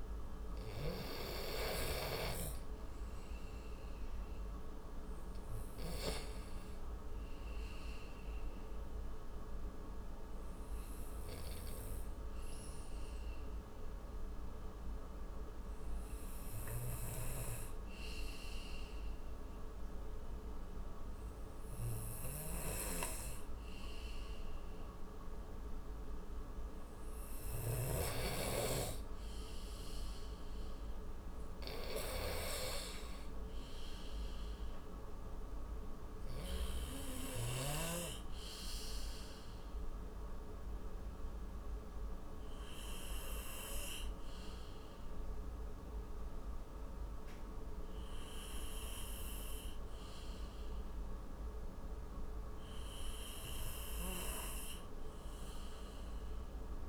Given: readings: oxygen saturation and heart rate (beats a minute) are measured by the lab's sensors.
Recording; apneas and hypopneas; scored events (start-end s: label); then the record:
breathing in sleep by a room microphone; none
1.50-14.50 s: oxygen desaturation (device-marked, oxygen 95% before, 91% lowest, heart rate 67 before, 63 extreme)
From the record:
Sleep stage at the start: N2 (light sleep); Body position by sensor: on the right side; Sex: male